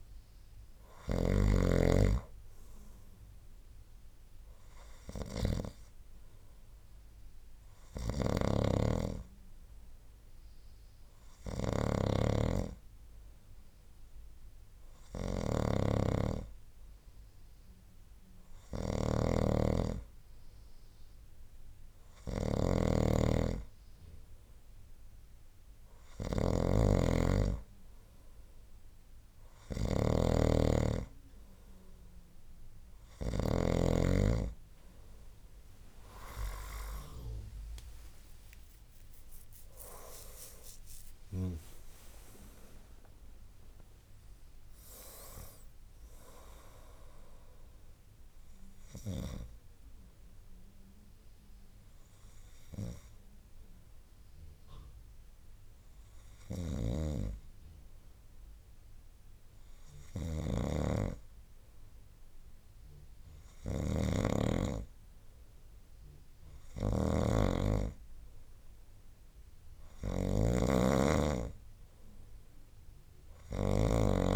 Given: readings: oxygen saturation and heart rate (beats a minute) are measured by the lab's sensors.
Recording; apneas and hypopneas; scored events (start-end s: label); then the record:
breathing in sleep by a room microphone; 1
0.00-1.50 s: snoring (device-marked)
8.00-33.50 s: snoring (device-marked)
40.00-44.50 s: arousal
47.00-58.00 s: hypopnea (oxygen 97% before, 94% lowest, heart rate 77 before, 57 extreme, up 7 after)
56.50-74.35 s: snoring (device-marked)
63.50-67.00 s: arousal
From the record:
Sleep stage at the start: N2 (light sleep); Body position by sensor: on the right side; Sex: male